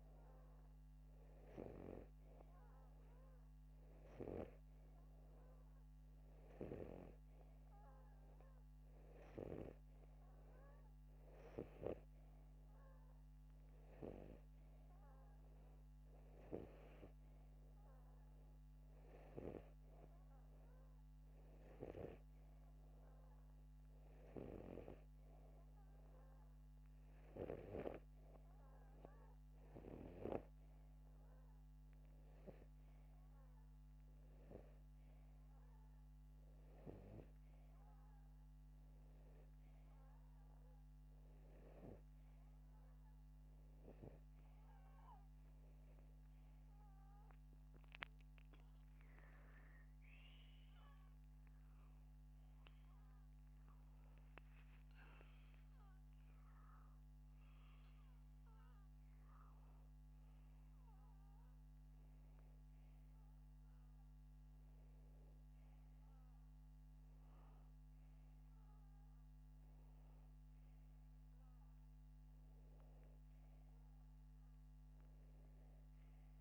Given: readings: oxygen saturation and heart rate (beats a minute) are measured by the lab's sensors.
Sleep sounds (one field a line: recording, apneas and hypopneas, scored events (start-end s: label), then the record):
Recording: breathing in sleep by a microphone on the trachea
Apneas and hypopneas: none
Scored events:
54.50-58.50 s: arousal
From the record:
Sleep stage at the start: N2 (light sleep)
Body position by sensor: upright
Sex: male